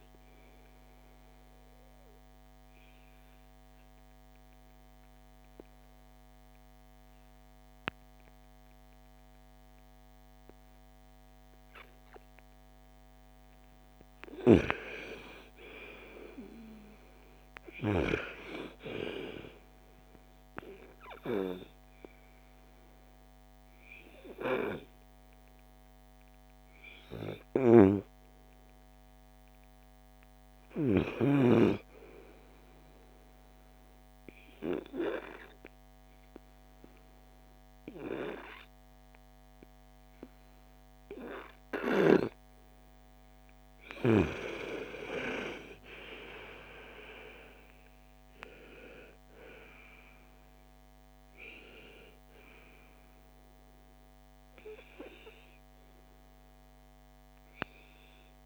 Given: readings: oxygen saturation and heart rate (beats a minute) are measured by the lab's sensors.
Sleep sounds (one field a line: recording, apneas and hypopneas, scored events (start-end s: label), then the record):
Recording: breathing in sleep by a microphone on the trachea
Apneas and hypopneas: 2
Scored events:
0.00-9.50 s: oxygen desaturation (device-marked, oxygen 87% lowest, heart rate 54 extreme)
1.00-13.00 s: obstructive apnea (oxygen 97% before, 87% lowest, heart rate 59 before, 54 extreme, up 11 after)
15.00-18.50 s: arousal
22.50-32.50 s: oxygen desaturation (device-marked, oxygen 98% before, 91% lowest, heart rate 58 before, 48 extreme)
34.00-45.00 s: hypopnea (oxygen 98% before, 89% lowest, heart rate 61 before, 48 extreme, up 15 after)
40.50-46.50 s: oxygen desaturation (device-marked, oxygen 97% before, 94% lowest, heart rate 60 before, 54 extreme)
47.00-51.50 s: arousal
52.50-58.46 s: oxygen desaturation (device-marked, oxygen 95% before, 90% lowest, heart rate 56 before, 45 extreme)
From the record:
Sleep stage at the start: N2 (light sleep)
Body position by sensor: on the right side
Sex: female